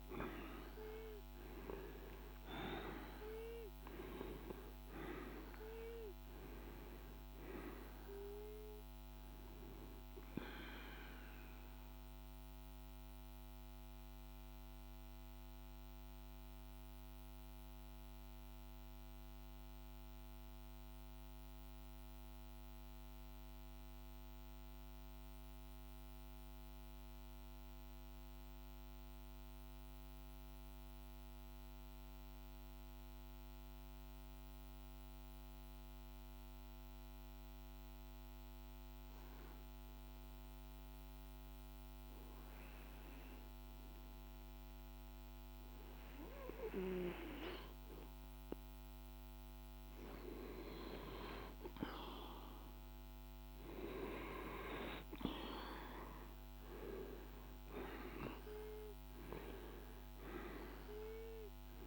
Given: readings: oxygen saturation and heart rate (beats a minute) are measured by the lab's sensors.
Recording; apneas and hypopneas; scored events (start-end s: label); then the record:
breathing in sleep by a microphone on the trachea; 1
0.00-1.00 s: arousal
0.00-22.00 s: oxygen desaturation (device-marked, oxygen 88% lowest, heart rate 48 extreme)
11.00-51.00 s: mixed apnea (oxygen 98% before, 88% lowest, heart rate 55 before, 48 extreme, up 5 after)
39.00-61.87 s: oxygen desaturation (device-marked, oxygen 99% before, 89% lowest, heart rate 49 before, 49 extreme)
53.50-58.00 s: arousal
From the record:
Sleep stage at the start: N2 (light sleep); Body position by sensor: on the right side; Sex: male